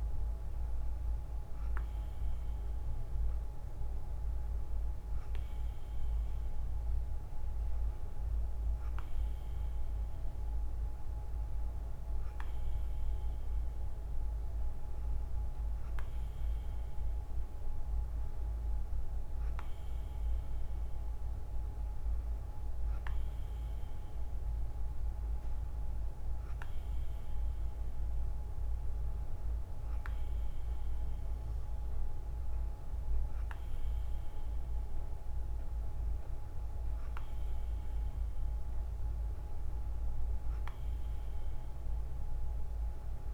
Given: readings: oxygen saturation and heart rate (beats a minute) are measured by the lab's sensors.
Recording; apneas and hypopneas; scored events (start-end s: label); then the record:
breathing in sleep, hard to hear, by a room microphone; none
none scored
From the record:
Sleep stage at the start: N2 (light sleep); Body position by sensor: on the right side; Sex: female